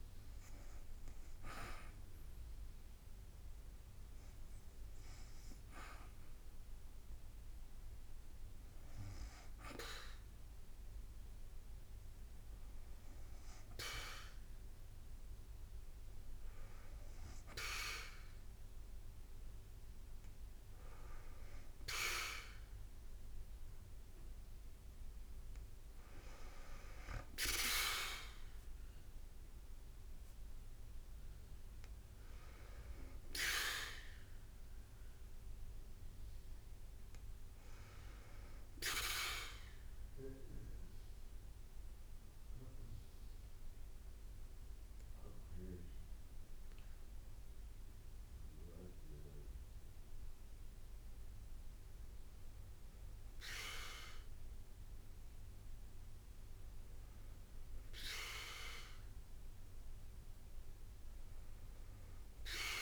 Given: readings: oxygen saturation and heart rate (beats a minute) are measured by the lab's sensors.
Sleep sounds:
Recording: breathing in sleep by a room microphone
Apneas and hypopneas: 1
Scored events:
0.00-2.00 s: oxygen desaturation (device-marked, oxygen 84% lowest, heart rate 58 extreme)
8.00-38.00 s: new sleep stage, N2 (light sleep)
26.50-32.00 s: arousal
27.00-39.00 s: drop in pulse transit time (device-marked, heart rate 58 before, 57 extreme)
38.00-62.82 s: new sleep stage, N1 (lightest sleep)
39.50-52.00 s: mixed apnea (oxygen 96% before, 96% lowest, heart rate 58 before, 52 extreme, up 2 after)
From the record:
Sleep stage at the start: REM sleep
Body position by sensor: on the back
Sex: female

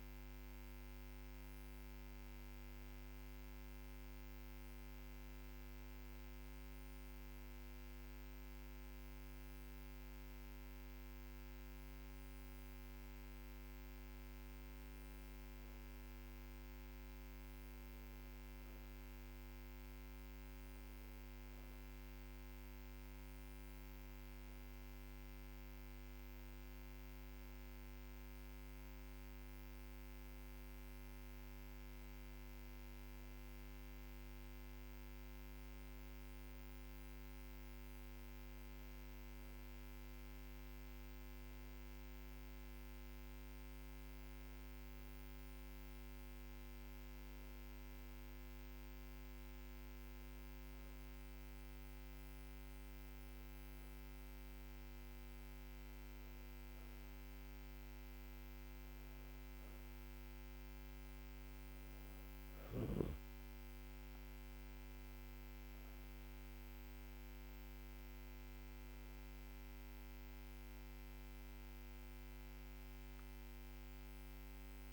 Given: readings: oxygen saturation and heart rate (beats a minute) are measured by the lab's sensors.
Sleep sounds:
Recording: breathing in sleep, hard to hear, by a microphone on the trachea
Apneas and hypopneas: none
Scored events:
none scored
From the record:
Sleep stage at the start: N2 (light sleep)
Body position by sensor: on the back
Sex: female

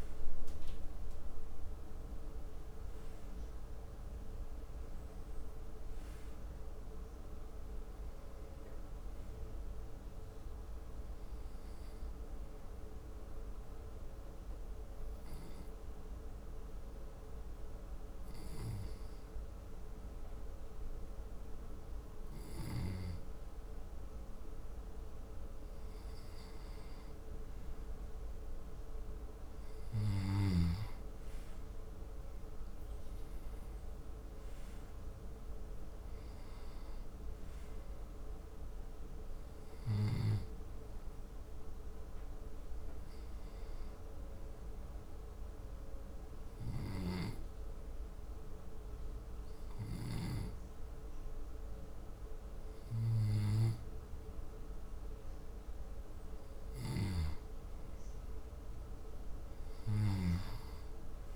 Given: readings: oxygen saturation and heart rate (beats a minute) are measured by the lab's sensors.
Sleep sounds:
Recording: breathing in sleep by a room microphone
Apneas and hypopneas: 2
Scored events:
0.00-14.00 s: oxygen desaturation (device-marked, oxygen 91% lowest, heart rate 70 extreme)
10.00-25.00 s: obstructive apnea (oxygen 94% before, 90% lowest, heart rate 78 before, 70 extreme, up 0 after)
28.00-31.50 s: arousal
29.00-52.00 s: oxygen desaturation (device-marked, oxygen 95% before, 90% lowest, heart rate 73 before, 73 extreme)
40.00-54.00 s: hypopnea (oxygen 96% before, 90% lowest, heart rate 72 before, 74 extreme, up 1 after)
57.00-61.00 s: arousal
From the record:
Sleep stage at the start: N2 (light sleep)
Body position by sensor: on the back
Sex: male

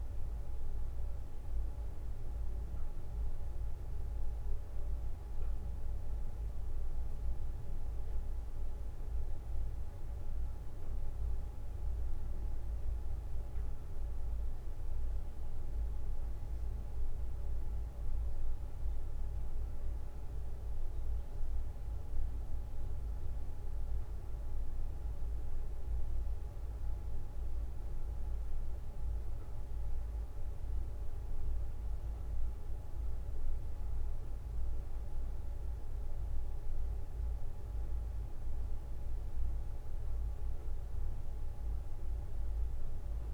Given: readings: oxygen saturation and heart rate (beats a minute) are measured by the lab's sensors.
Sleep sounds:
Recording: breathing in sleep, hard to hear, by a room microphone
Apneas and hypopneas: 1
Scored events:
18.00-31.00 s: hypopnea (oxygen 98% before, 94% lowest, heart rate 63 before, 63 extreme, up 1 after)
35.50-40.00 s: arousal
From the record:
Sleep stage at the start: N2 (light sleep)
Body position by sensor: on the back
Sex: male

